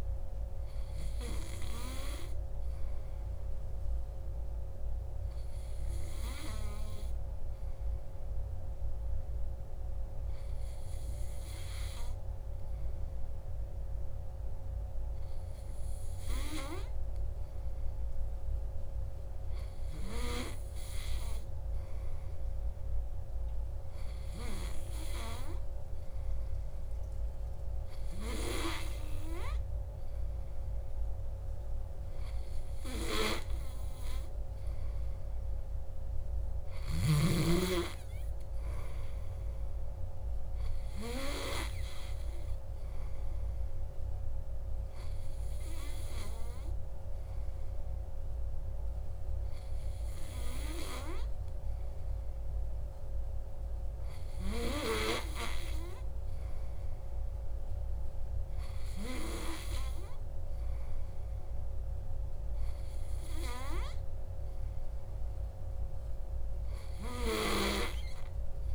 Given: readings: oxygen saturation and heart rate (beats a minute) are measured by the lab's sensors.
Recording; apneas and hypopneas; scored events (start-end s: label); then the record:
breathing in sleep by a room microphone; 1
5.00-20.00 s: hypopnea (oxygen 97% before, 94% lowest, heart rate 59 before, 59 extreme, up 2 after)
22.00-25.50 s: arousal
From the record:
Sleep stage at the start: N2 (light sleep); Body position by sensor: on the back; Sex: male